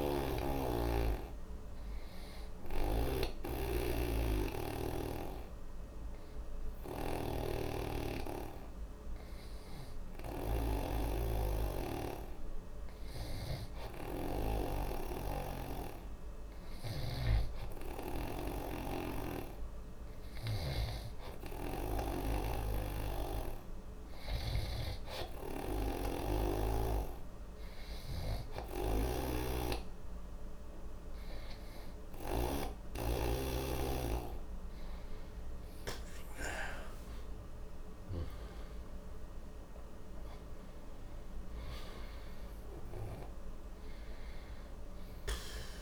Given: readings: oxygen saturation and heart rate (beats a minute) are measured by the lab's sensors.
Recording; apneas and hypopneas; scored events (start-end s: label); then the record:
breathing in sleep by a room microphone; 1
0.00-14.50 s: oxygen desaturation (device-marked, oxygen 91% lowest, heart rate 62 extreme)
0.00-32.50 s: snoring (device-marked)
4.50-24.00 s: hypopnea (oxygen 97% before, 91% lowest, heart rate 63 before, 62 extreme, up 0 after)
26.50-30.00 s: arousal
36.50-41.00 s: arousal
From the record:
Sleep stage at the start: N2 (light sleep); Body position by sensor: on the right side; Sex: male